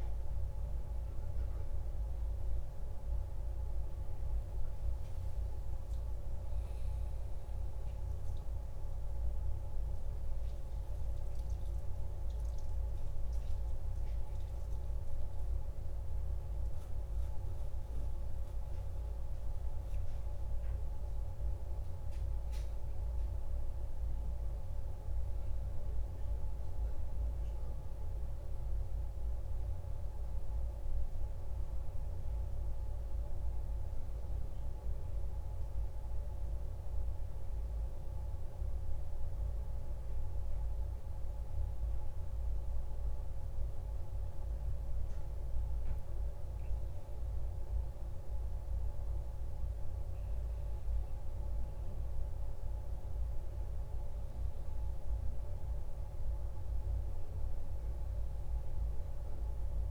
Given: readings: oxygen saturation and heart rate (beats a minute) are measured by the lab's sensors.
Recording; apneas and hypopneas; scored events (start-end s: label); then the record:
breathing in sleep, hard to hear, by a room microphone; 1
7.50-11.50 s: arousal
12.50-23.50 s: hypopnea (oxygen 97% before, 96% lowest, heart rate 58 before, 55 extreme, up 5 after)
26.00-30.50 s: arousal
From the record:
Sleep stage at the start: N1 (lightest sleep); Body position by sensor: on the back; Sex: male